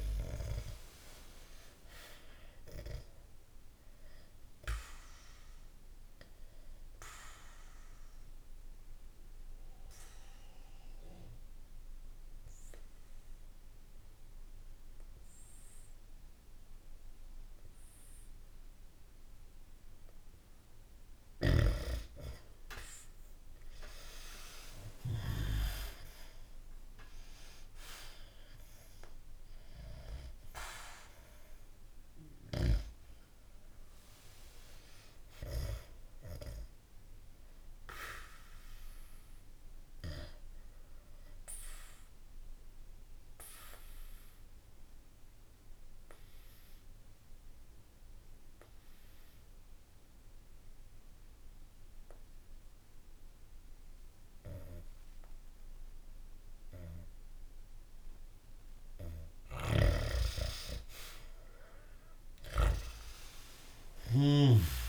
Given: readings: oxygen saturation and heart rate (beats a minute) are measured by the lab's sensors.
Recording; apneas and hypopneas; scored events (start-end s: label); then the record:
breathing in sleep by a room microphone; 2
0.00-1.50 s: arousal
5.00-20.50 s: obstructive apnea (oxygen 98% before, 90% lowest, heart rate 66 before, 63 extreme, up 2 after)
23.00-27.00 s: arousal
29.00-50.00 s: oxygen desaturation (device-marked, oxygen 96% before, 91% lowest, heart rate 64 before, 63 extreme)
39.50-58.50 s: obstructive apnea (oxygen 96% before, 90% lowest, heart rate 65 before, 63 extreme, up 12 after)
59.50-64.00 s: snoring (device-marked)
61.00-64.89 s: arousal
From the record:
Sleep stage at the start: N2 (light sleep); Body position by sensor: on the back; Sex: male